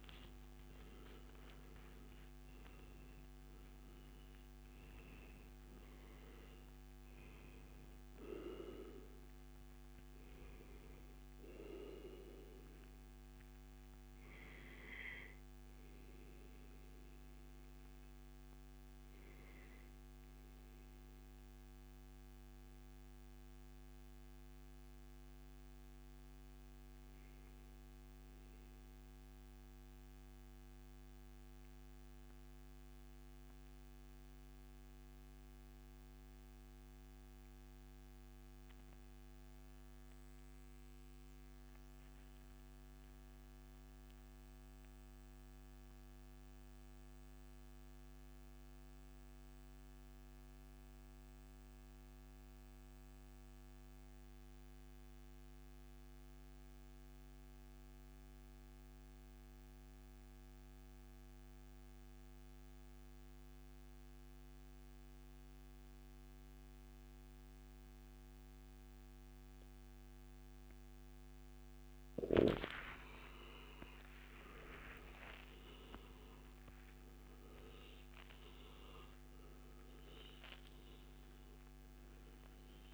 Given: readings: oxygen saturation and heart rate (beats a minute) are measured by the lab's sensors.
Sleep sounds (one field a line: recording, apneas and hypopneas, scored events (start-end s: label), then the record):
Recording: breathing in sleep by a microphone on the trachea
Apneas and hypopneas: 1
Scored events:
0.00-1.50 s: oxygen desaturation (device-marked, oxygen 91% lowest, heart rate 74 extreme)
29.00-69.50 s: mixed apnea (oxygen 93% before, 88% lowest, heart rate 143 before, 78 extreme, up 43 after)
51.00-53.00 s: long interval between heartbeats (device-marked, heart rate 145 before, 125 extreme)
57.50-59.50 s: long interval between heartbeats (device-marked, heart rate 130 before, 78 extreme)
66.50-68.50 s: long interval between heartbeats (device-marked, heart rate 104 before, 100 extreme)
69.50-82.94 s: oxygen desaturation (device-marked, oxygen 97% before, 88% lowest, heart rate 98 before, 123 extreme)
72.00-77.00 s: arousal
From the record:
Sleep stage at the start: REM sleep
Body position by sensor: on the back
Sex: male